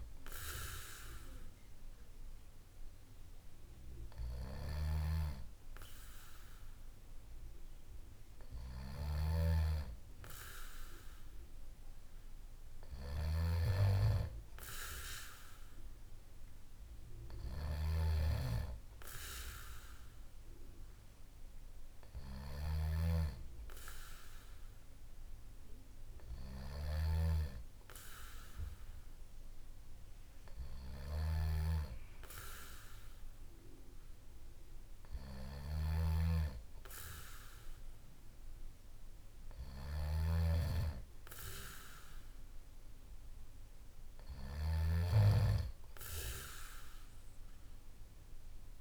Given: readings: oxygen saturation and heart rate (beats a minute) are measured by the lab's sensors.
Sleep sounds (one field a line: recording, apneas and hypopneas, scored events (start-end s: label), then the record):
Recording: breathing in sleep by a room microphone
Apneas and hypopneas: none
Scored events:
none scored
From the record:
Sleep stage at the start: N2 (light sleep)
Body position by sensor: on the back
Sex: male